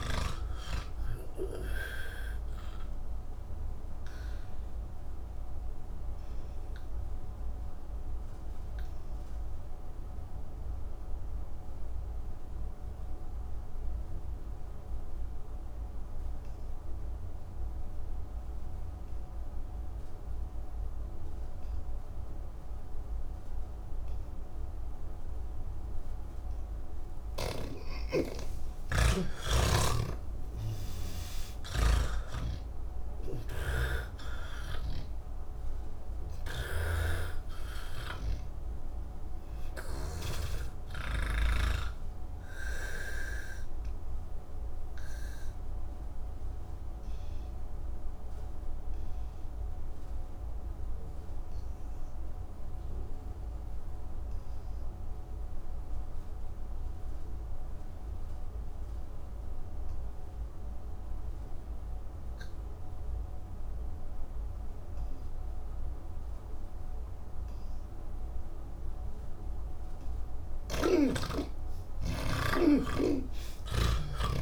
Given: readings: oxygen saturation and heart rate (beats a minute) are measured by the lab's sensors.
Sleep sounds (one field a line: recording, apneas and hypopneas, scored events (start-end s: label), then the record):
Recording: breathing in sleep by a room microphone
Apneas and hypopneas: 2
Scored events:
0.00-20.00 s: oxygen desaturation (device-marked, oxygen 79% lowest, heart rate 145 extreme)
3.00-27.50 s: obstructive apnea (oxygen 98% before, 79% lowest, heart rate 178 before, 145 extreme, up 52 after)
25.00-31.00 s: oxygen desaturation (device-marked, oxygen 98% before, 90% lowest, heart rate 169 before, 168 extreme)
27.00-74.42 s: new sleep stage, N1 (lightest sleep)
29.50-34.00 s: snoring (device-marked)
36.00-40.50 s: snoring (device-marked)
37.00-58.00 s: oxygen desaturation (device-marked, oxygen 94% before, 81% lowest, heart rate 176 before, 153 extreme)
43.50-70.00 s: obstructive apnea (oxygen 98% before, 81% lowest, heart rate 177 before, 153 extreme, up 46 after)
64.00-74.42 s: oxygen desaturation (device-marked, oxygen 98% before, 81% lowest, heart rate 180 before, 136 extreme)
From the record:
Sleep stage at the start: N3 (deep sleep)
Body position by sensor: on the back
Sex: male